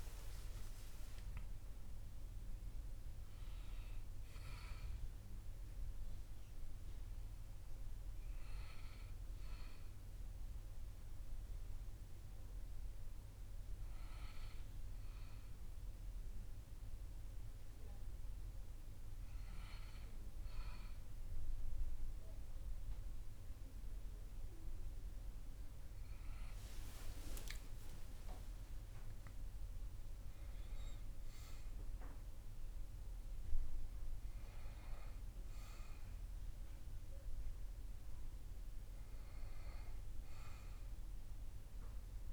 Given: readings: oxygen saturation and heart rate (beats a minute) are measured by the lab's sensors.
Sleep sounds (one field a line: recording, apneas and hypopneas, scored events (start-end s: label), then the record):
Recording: breathing in sleep, hard to hear, by a room microphone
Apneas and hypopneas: none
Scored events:
25.50-30.00 s: arousal
From the record:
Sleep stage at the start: REM sleep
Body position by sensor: on the back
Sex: male